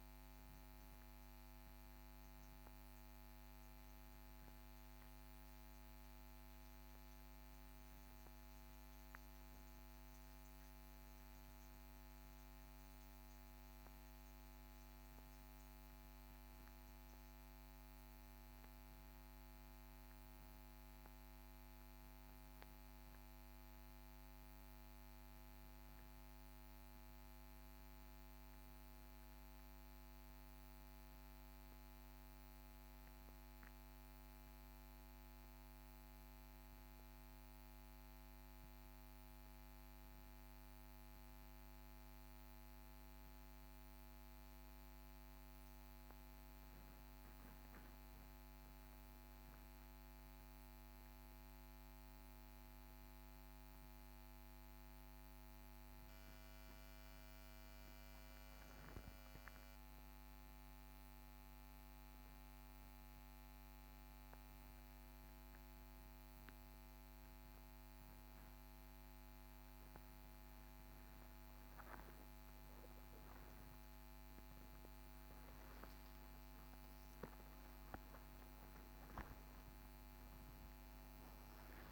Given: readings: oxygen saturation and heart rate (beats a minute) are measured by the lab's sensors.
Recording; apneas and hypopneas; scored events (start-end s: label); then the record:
a person awake in a sleep study, hard to hear, by a microphone on the trachea; none
none scored
From the record:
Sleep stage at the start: awake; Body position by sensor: upright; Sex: male